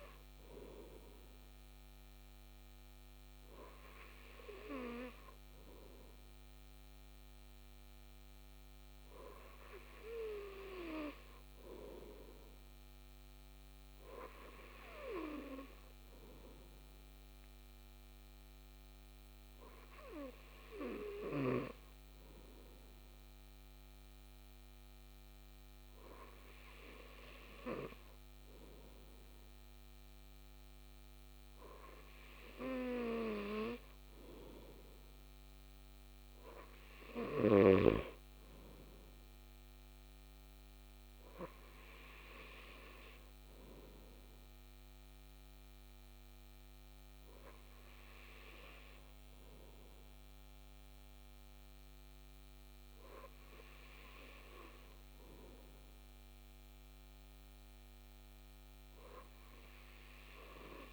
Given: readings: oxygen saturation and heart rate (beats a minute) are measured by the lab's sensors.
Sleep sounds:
breathing in sleep by a microphone on the trachea; none
none scored
From the record:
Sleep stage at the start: N2 (light sleep); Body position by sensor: on the back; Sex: male

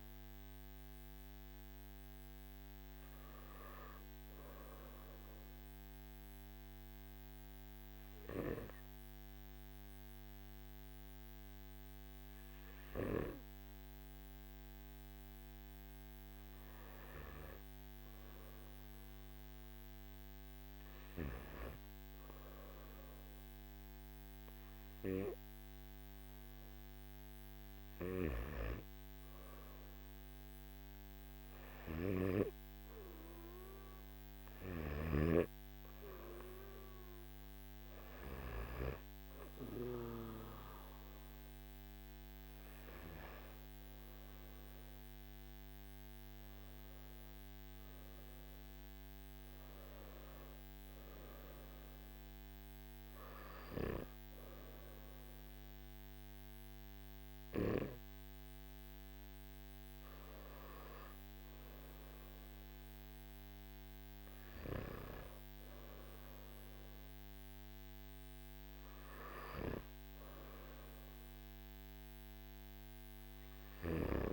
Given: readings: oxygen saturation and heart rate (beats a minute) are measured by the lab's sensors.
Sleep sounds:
breathing in sleep by a microphone on the trachea; 2
0.00-8.50 s: oxygen desaturation (device-marked, oxygen 93% lowest, heart rate 48 extreme)
1.50-20.00 s: obstructive apnea (oxygen 99% before, 93% lowest, heart rate 55 before, 48 extreme, up 6 after)
52.50-64.50 s: hypopnea (oxygen 97% before, 93% lowest, heart rate 57 before, 46 extreme, up 1 after)
From the record:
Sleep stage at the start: N2 (light sleep); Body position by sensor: on the back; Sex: male

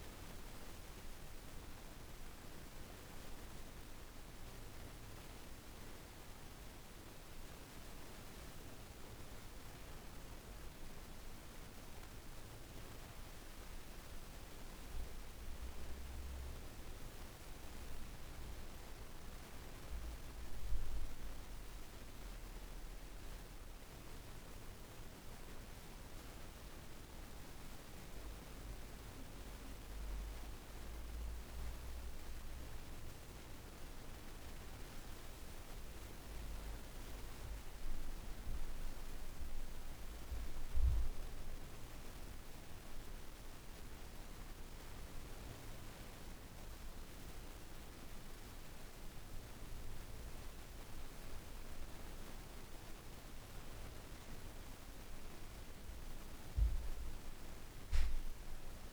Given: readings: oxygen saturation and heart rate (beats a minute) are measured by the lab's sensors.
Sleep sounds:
a person partly awake in a sleep study, hard to hear, by a room microphone; none
12.50-58.93 s: new sleep stage, N1 (lightest sleep)
From the record:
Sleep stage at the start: awake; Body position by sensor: on the back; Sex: female

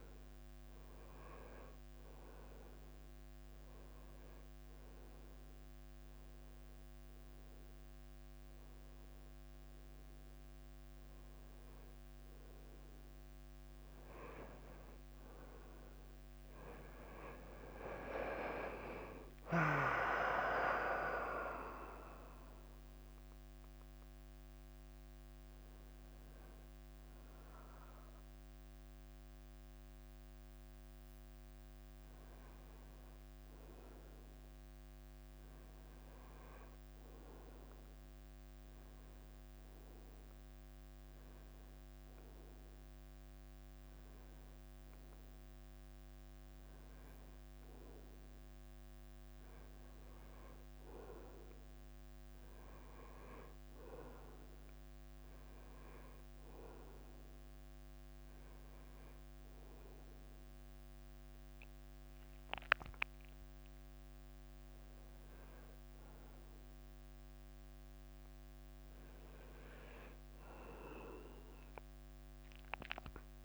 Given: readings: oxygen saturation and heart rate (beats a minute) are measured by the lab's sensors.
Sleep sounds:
breathing in sleep by a microphone on the trachea; 2
0.00-7.50 s: drop in pulse transit time (device-marked, heart rate 96 extreme)
4.00-15.00 s: hypopnea (oxygen 96% before, 94% lowest, heart rate 98 before, 94 extreme, up 3 after)
17.50-21.50 s: arousal
20.50-31.50 s: drop in pulse transit time (device-marked, heart rate 98 before, 94 extreme)
40.00-51.00 s: hypopnea (oxygen 96% before, 94% lowest, heart rate 95 before, 94 extreme, up 1 after)
53.50-58.00 s: arousal
69.50-73.45 s: oxygen desaturation (device-marked, oxygen 98% before, 94% lowest, heart rate 95 before, 95 extreme)
From the record:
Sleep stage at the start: N1 (lightest sleep); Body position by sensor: on the right side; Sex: male

